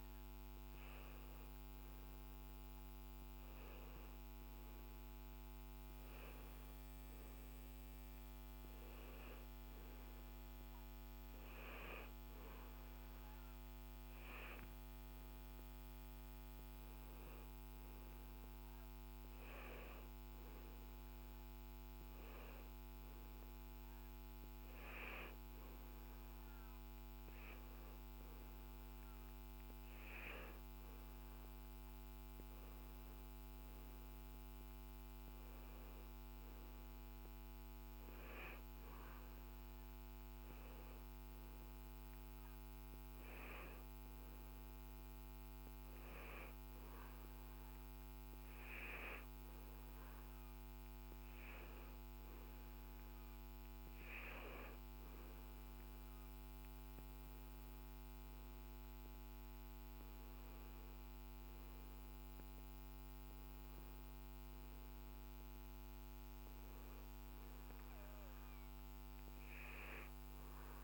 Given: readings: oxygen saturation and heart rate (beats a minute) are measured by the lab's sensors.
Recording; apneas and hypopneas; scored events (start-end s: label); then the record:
breathing in sleep by a microphone on the trachea; none
none scored
From the record:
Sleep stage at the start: N2 (light sleep); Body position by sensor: on the back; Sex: male